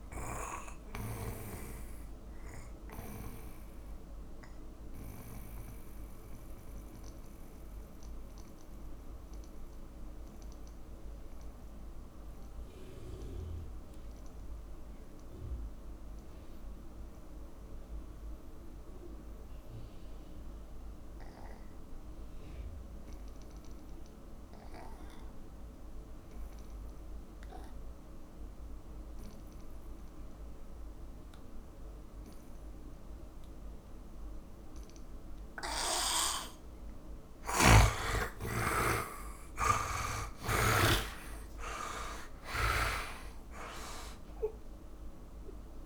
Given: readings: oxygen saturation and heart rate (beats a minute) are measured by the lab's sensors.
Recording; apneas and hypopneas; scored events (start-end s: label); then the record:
breathing in sleep by a room microphone; 1
0.00-26.50 s: oxygen desaturation (device-marked, oxygen 83% lowest, heart rate 52 extreme)
2.00-36.50 s: mixed apnea (oxygen 100% before, 80% lowest, heart rate 62 before, 52 extreme, up 23 after)
35.50-45.86 s: oxygen desaturation (device-marked, oxygen 100% before, 88% lowest, heart rate 58 before, 54 extreme)
37.50-45.86 s: snoring (device-marked)
38.00-42.50 s: arousal
From the record:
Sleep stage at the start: N2 (light sleep); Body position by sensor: on the back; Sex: male